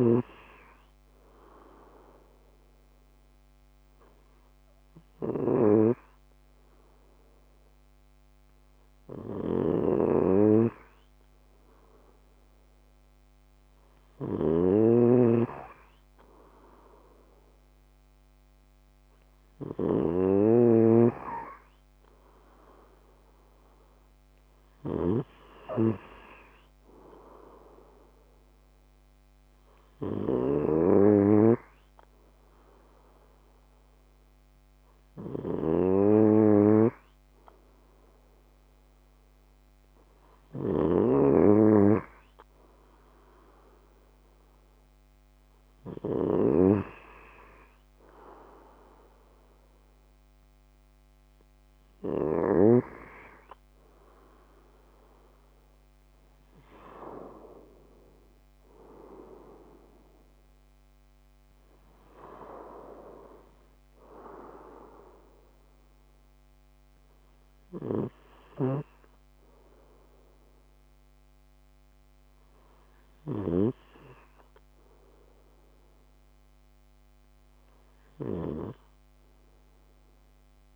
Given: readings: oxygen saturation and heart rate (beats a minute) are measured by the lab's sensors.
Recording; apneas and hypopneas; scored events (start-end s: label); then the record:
breathing in sleep by a microphone on the trachea; none
0.00-45.50 s: snoring (device-marked)
18.50-24.00 s: arousal
48.00-52.00 s: arousal
67.50-73.00 s: snoring (device-marked)
From the record:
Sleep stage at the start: N2 (light sleep); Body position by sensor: on the left side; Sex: male